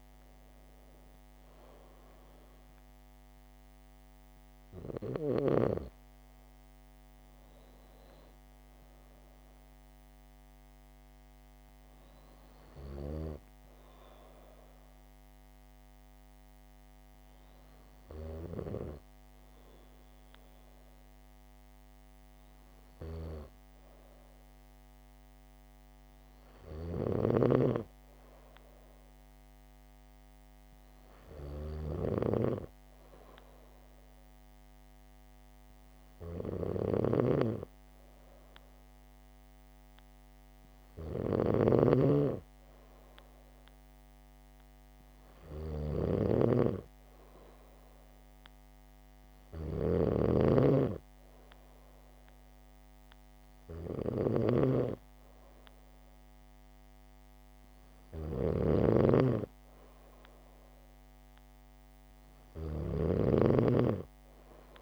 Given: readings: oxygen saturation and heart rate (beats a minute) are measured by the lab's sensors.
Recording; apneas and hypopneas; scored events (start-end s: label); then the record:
breathing in sleep by a microphone on the trachea; none
27.00-64.82 s: snoring (device-marked)
From the record:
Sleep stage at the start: N2 (light sleep); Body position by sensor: on the back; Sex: female